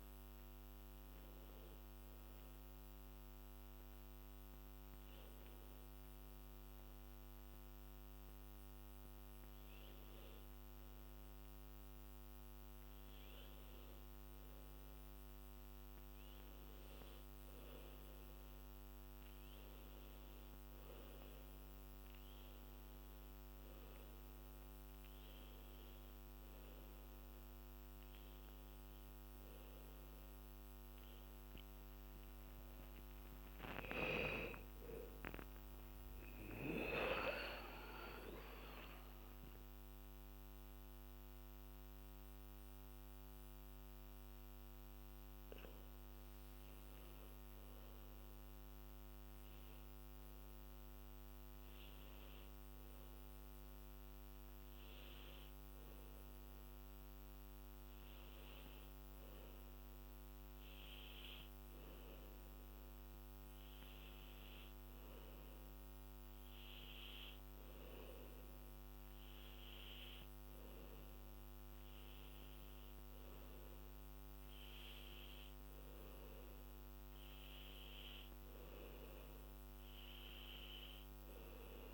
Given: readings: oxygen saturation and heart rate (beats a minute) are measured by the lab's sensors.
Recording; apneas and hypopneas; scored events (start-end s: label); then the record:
breathing in sleep by a microphone on the trachea; none
33.00-37.50 s: arousal
From the record:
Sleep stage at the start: N2 (light sleep); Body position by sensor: on the back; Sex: female